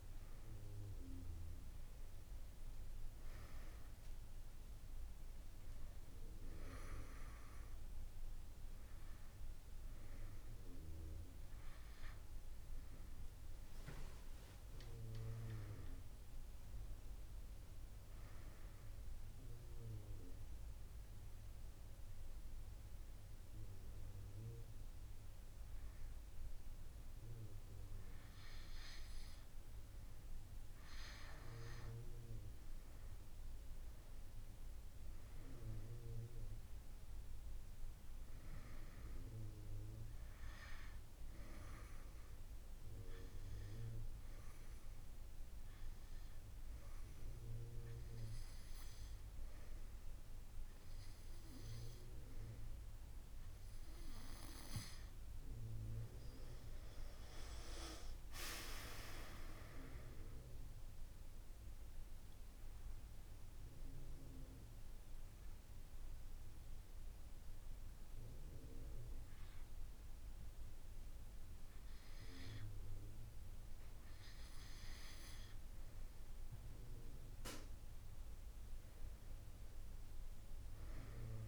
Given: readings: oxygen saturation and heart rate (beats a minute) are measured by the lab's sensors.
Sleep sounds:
breathing in sleep by a room microphone; 3
0.00-2.50 s: oxygen desaturation (device-marked, oxygen 93% lowest)
5.00-7.00 s: long interval between heartbeats (device-marked)
9.00-11.00 s: long interval between heartbeats (device-marked)
9.50-21.50 s: drop in pulse transit time (device-marked)
14.50-17.50 s: arousal
20.50-31.50 s: hypopnea (oxygen 97% before, 92% lowest)
21.00-23.00 s: long interval between heartbeats (device-marked)
24.00-26.00 s: long interval between heartbeats (device-marked)
31.50-33.50 s: long interval between heartbeats (device-marked)
34.00-38.00 s: arousal
37.00-39.00 s: long interval between heartbeats (device-marked, heart rate 30 before, 28 extreme)
38.50-47.50 s: drop in pulse transit time (device-marked)
42.00-54.00 s: obstructive apnea (oxygen 96% before, 92% lowest)
43.00-45.00 s: long interval between heartbeats (device-marked)
48.00-50.00 s: long interval between heartbeats (device-marked)
57.00-61.50 s: arousal
58.50-73.50 s: drop in pulse transit time (device-marked)
59.50-70.50 s: oxygen desaturation (device-marked, oxygen 96% before, 92% lowest)
64.50-77.00 s: obstructive apnea (oxygen 96% before, 92% lowest)
69.00-71.00 s: long interval between heartbeats (device-marked)
79.00-81.47 s: arousal
From the record:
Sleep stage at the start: N2 (light sleep); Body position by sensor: on the back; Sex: female

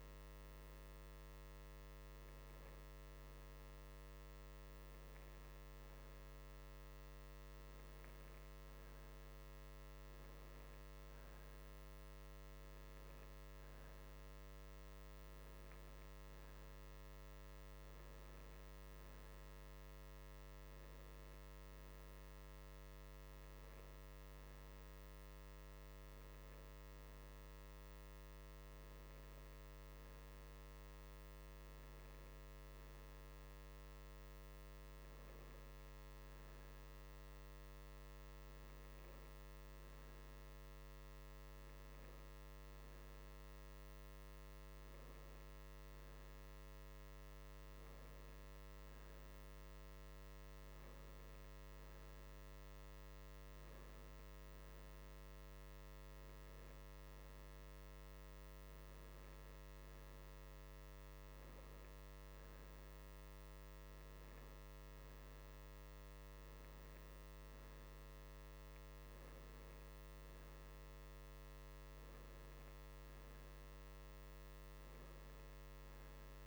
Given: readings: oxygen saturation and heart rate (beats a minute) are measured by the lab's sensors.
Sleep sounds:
breathing in sleep, hard to hear, by a microphone on the trachea; none
none scored
From the record:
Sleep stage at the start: N2 (light sleep); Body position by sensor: on the right side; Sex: male

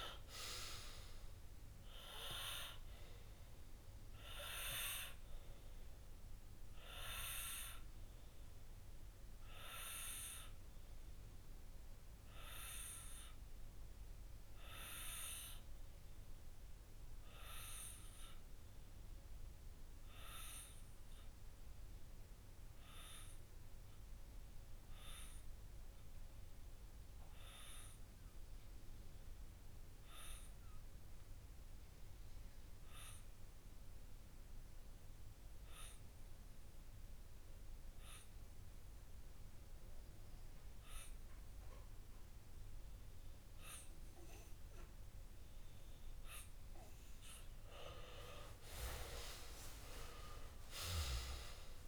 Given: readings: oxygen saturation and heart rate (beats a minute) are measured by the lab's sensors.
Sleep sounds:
breathing in sleep by a room microphone; 1
7.00-47.00 s: obstructive apnea (oxygen 98% before, 92% lowest)
39.50-51.88 s: oxygen desaturation (device-marked, oxygen 99% before, 92% lowest)
49.00-51.88 s: arousal
From the record:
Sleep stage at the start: N2 (light sleep); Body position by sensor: on the left side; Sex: male

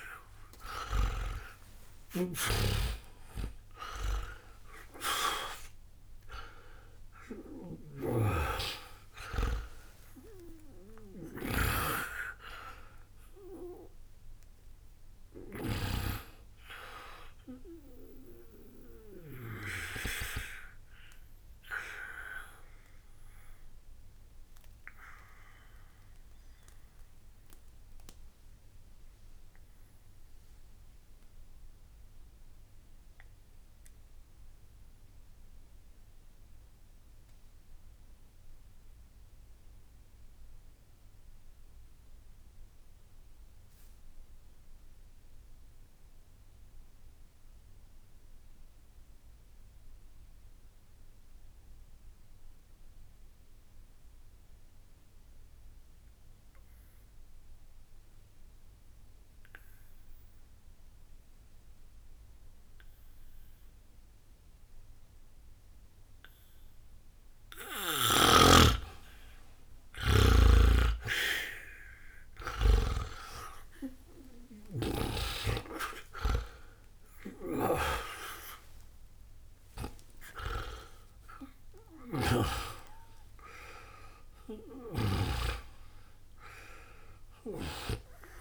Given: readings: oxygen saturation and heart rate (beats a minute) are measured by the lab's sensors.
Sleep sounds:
breathing in sleep by a room microphone; 1
0.00-41.00 s: oxygen desaturation (device-marked, oxygen 76% lowest, heart rate 60 extreme)
0.50-5.50 s: arousal
21.00-67.00 s: obstructive apnea (oxygen 95% before, 76% lowest, heart rate 73 before, 60 extreme, up 10 after)
62.00-88.41 s: oxygen desaturation (device-marked, oxygen 98% before, 77% lowest, heart rate 60 before, 60 extreme)
68.00-74.50 s: snoring (device-marked)
73.50-79.00 s: arousal
81.50-85.00 s: snoring (device-marked)
From the record:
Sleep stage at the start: N2 (light sleep); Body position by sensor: on the back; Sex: male

